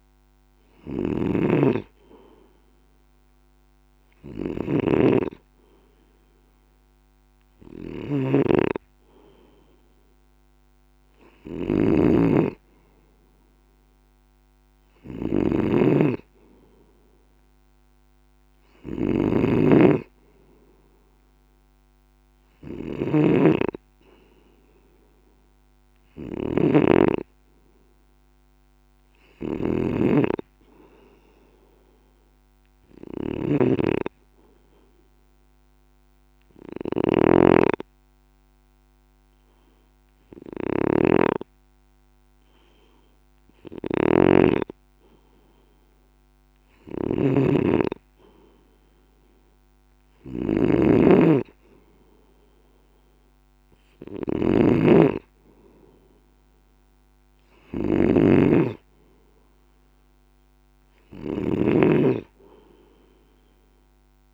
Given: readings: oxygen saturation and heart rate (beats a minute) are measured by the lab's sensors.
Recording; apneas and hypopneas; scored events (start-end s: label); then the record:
breathing in sleep by a microphone on the trachea; 1
0.00-64.34 s: snoring (device-marked)
9.50-14.00 s: arousal
33.50-45.50 s: obstructive apnea (oxygen 96% before, 94% lowest, heart rate 48 before, 39 extreme, up 2 after)
49.00-53.00 s: arousal
From the record:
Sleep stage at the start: N2 (light sleep); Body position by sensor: on the left side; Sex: male